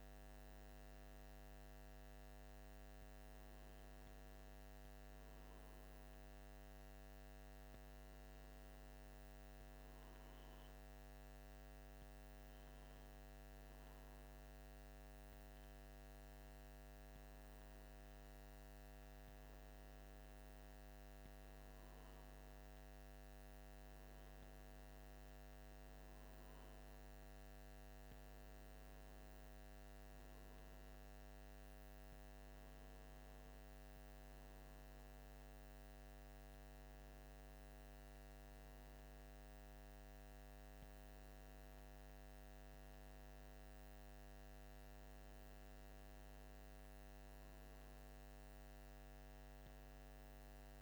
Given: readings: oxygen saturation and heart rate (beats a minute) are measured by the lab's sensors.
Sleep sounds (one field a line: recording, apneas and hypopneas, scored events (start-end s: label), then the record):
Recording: breathing in sleep, hard to hear, by a microphone on the trachea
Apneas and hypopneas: none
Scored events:
none scored
From the record:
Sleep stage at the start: N1 (lightest sleep)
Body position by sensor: on the right side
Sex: male